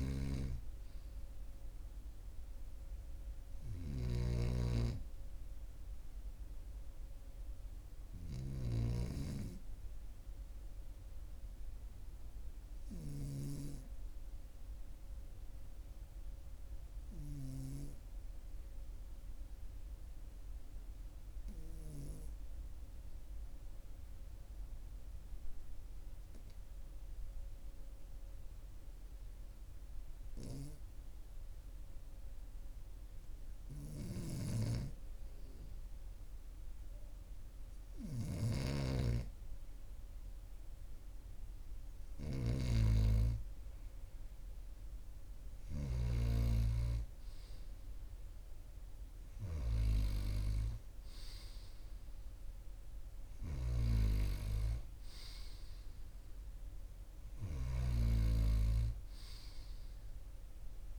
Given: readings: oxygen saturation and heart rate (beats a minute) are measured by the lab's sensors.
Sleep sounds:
breathing in sleep by a room microphone; 1
0.00-8.50 s: snoring (device-marked)
15.50-33.50 s: obstructive apnea (oxygen 99% before, 95% lowest, heart rate 42 before, 42 extreme, up 0 after)
33.50-45.50 s: snoring (device-marked)
35.50-40.50 s: arousal
53.00-60.99 s: snoring (device-marked)
From the record:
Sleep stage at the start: N2 (light sleep); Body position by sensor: on the right side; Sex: male

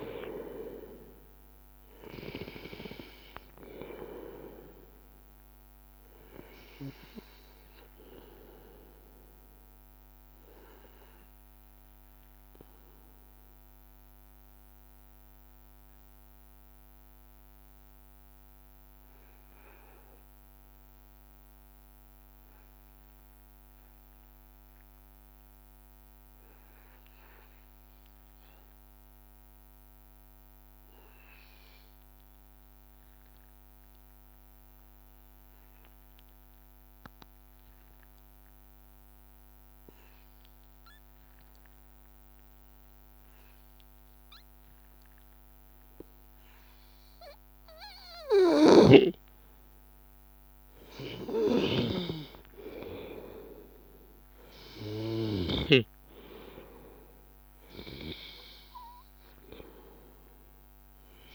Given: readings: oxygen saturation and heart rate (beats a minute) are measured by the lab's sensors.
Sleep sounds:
breathing in sleep by a microphone on the trachea; 1
0.00-24.50 s: oxygen desaturation (device-marked, oxygen 89% lowest, heart rate 82 extreme)
0.50-2.50 s: long interval between heartbeats (device-marked, heart rate 85 before, 87 extreme)
4.50-6.50 s: long interval between heartbeats (device-marked, heart rate 86 before, 88 extreme)
13.00-49.00 s: hypopnea (oxygen 95% before, 89% lowest, heart rate 87 before, 82 extreme, up 2 after)
46.50-61.35 s: oxygen desaturation (device-marked, oxygen 98% before, 92% lowest, heart rate 83 before, 82 extreme)
51.50-57.50 s: arousal
58.00-60.00 s: long interval between heartbeats (device-marked, heart rate 82 before, 85 extreme)
From the record:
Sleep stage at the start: N2 (light sleep); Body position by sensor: on the back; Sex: male

